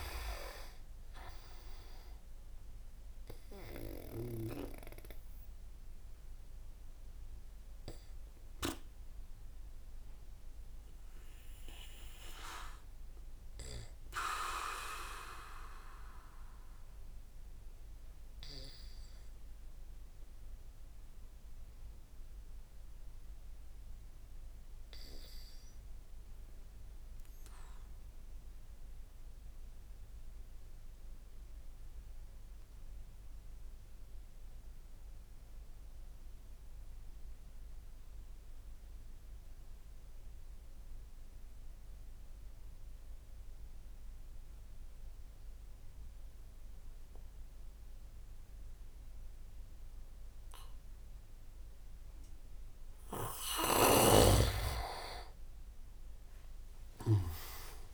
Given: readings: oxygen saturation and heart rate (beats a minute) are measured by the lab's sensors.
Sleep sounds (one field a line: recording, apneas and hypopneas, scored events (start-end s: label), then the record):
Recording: breathing in sleep by a room microphone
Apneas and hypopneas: 1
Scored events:
0.00-7.00 s: oxygen desaturation (device-marked, oxygen 93% lowest)
6.00-51.50 s: obstructive apnea (oxygen 100% before, 93% lowest)
45.00-57.93 s: oxygen desaturation (device-marked, oxygen 99% before, 93% lowest)
53.50-57.00 s: snoring (device-marked)
55.50-57.93 s: arousal
55.50-57.93 s: leg movement (device-marked)
From the record:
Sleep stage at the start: N2 (light sleep)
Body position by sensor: on the back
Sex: male